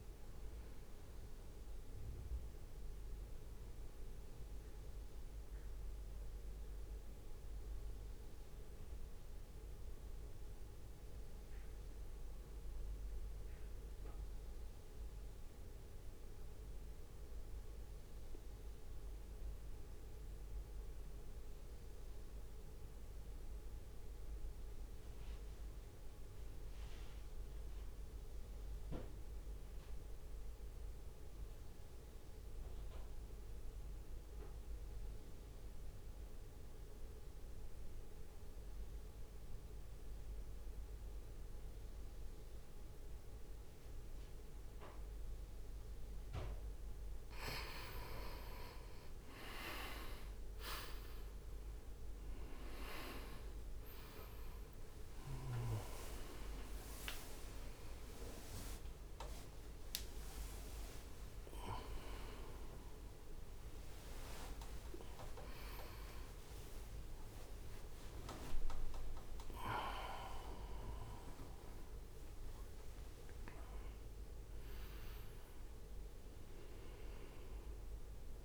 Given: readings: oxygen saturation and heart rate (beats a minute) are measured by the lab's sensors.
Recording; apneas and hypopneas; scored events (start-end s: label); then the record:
breathing in sleep by a room microphone; 1
0.00-6.50 s: drop in pulse transit time (device-marked, heart rate 61 extreme)
0.00-16.50 s: oxygen desaturation (device-marked, oxygen 87% lowest, heart rate 55 extreme)
3.50-45.00 s: mixed apnea (oxygen 98% before, 82% lowest, heart rate 65 before, 55 extreme, up 4 after)
30.50-78.45 s: oxygen desaturation (device-marked, oxygen 98% before, 82% lowest, heart rate 62 before, 55 extreme)
56.50-72.50 s: drop in pulse transit time (device-marked, heart rate 57 before, 57 extreme)
63.50-69.00 s: arousal
63.50-71.50 s: tachycardia (device-marked, heart rate 62 before, 137 extreme)
64.50-66.50 s: long interval between heartbeats (device-marked, heart rate 61 before, 84 extreme)
67.00-69.00 s: long interval between heartbeats (device-marked, heart rate 64 before, 107 extreme)
72.50-78.45 s: new sleep stage, N1 (lightest sleep)
From the record:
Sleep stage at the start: N2 (light sleep); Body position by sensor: on the right side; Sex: male